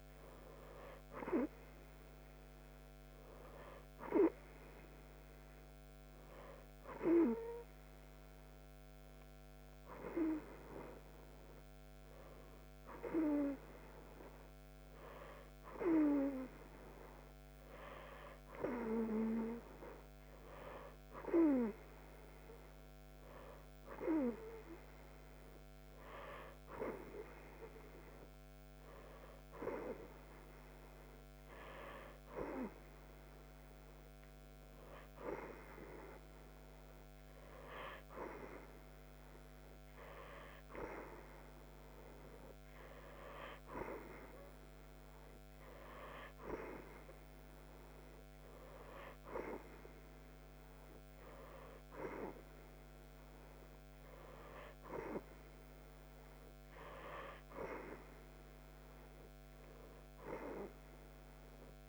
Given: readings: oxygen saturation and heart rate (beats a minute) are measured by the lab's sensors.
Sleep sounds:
breathing in sleep by a microphone on the trachea; none
none scored
From the record:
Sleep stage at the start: N2 (light sleep); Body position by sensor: on the right side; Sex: female

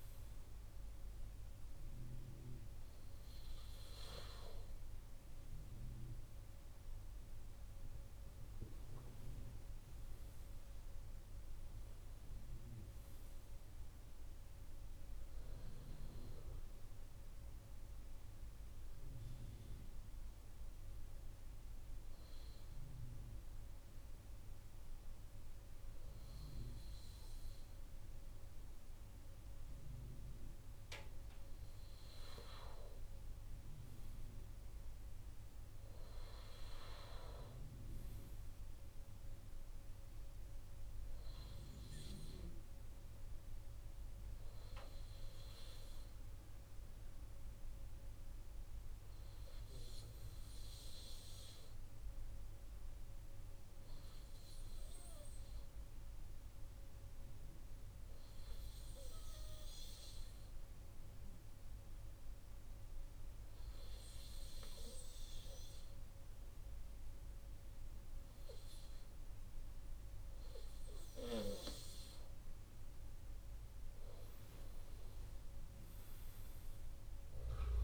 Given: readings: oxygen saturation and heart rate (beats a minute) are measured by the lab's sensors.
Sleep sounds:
breathing in sleep by a room microphone; 2
18.00-31.50 s: obstructive apnea (oxygen 98% before, 95% lowest, heart rate 75 before, 69 extreme, up 3 after)
32.50-36.00 s: arousal
46.50-72.50 s: obstructive apnea (oxygen 98% before, 95% lowest, heart rate 72 before, 70 extreme, up 3 after)
74.50-77.83 s: arousal
From the record:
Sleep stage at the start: N2 (light sleep); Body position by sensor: on the right side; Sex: male

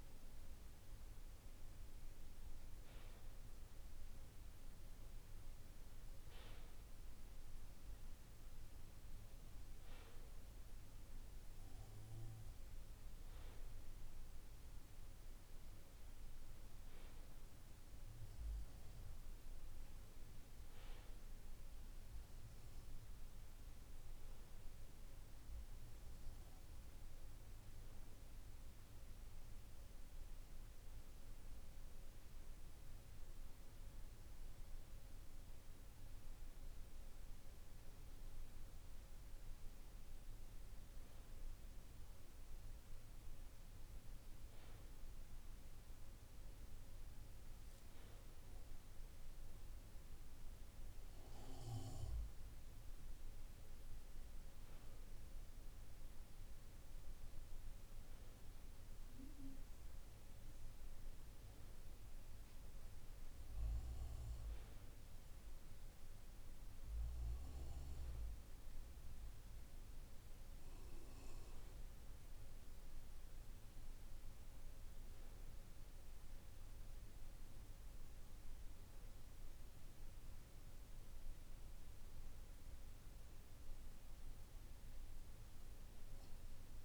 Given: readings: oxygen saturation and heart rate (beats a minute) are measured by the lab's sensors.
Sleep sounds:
breathing in sleep, hard to hear, by a room microphone; none
none scored
From the record:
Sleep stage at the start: N2 (light sleep); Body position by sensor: on the back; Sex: male

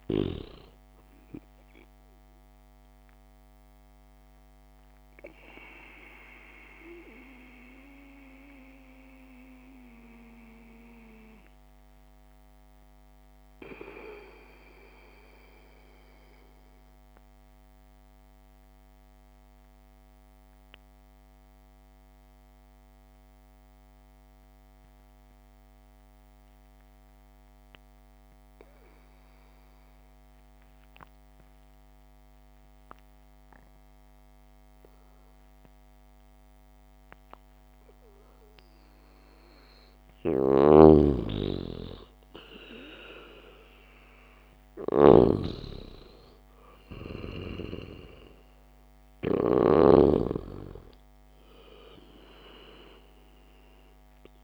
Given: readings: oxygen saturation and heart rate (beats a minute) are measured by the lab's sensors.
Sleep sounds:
breathing in sleep by a microphone on the trachea; 1
0.00-6.50 s: oxygen desaturation (device-marked, oxygen 91% lowest, heart rate 60 extreme)
4.00-39.50 s: mixed apnea (oxygen 98% before, 91% lowest, heart rate 63 before, 63 extreme, up 2 after)
24.50-54.44 s: new sleep stage, N2 (light sleep)
39.50-54.44 s: oxygen desaturation (device-marked, oxygen 98% before, 94% lowest, heart rate 71 before, 63 extreme)
41.00-50.00 s: snoring (device-marked)
41.50-45.50 s: arousal
From the record:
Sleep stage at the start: REM sleep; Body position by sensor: on the back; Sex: male

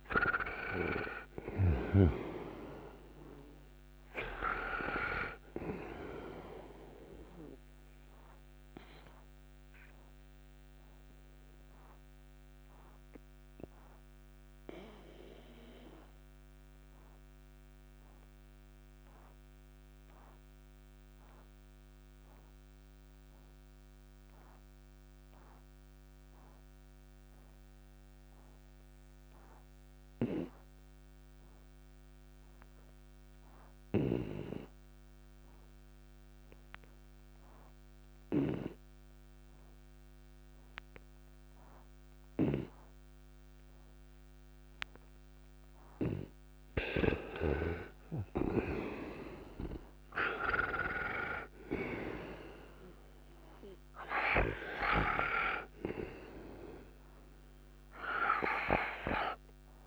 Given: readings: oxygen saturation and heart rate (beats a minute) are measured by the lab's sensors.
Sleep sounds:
breathing in sleep by a microphone on the trachea; 1
0.00-26.50 s: oxygen desaturation (device-marked, oxygen 82% lowest, heart rate 56 extreme)
9.00-45.50 s: obstructive apnea (oxygen 96% before, 82% lowest, heart rate 68 before, 56 extreme, up 33 after)
43.50-59.87 s: oxygen desaturation (device-marked, oxygen 98% before, 86% lowest, heart rate 59 before, 57 extreme)
47.50-51.00 s: arousal
From the record:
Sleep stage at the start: N2 (light sleep); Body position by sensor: on the right side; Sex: male

